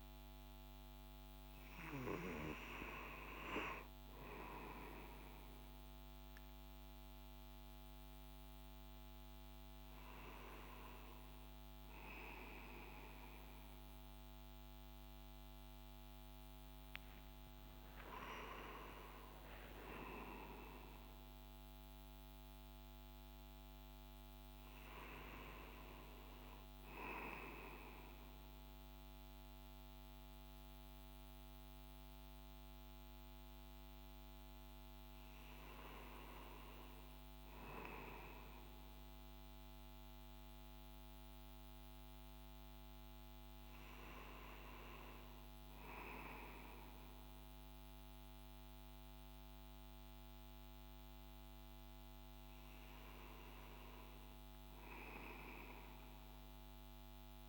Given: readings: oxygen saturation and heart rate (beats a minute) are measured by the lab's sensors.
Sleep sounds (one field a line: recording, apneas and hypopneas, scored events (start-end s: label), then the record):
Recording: a person awake in a sleep study, by a microphone on the trachea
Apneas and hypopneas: none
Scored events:
29.00-57.48 s: new sleep stage, N1 (lightest sleep)
From the record:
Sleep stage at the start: awake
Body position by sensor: on the back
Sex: male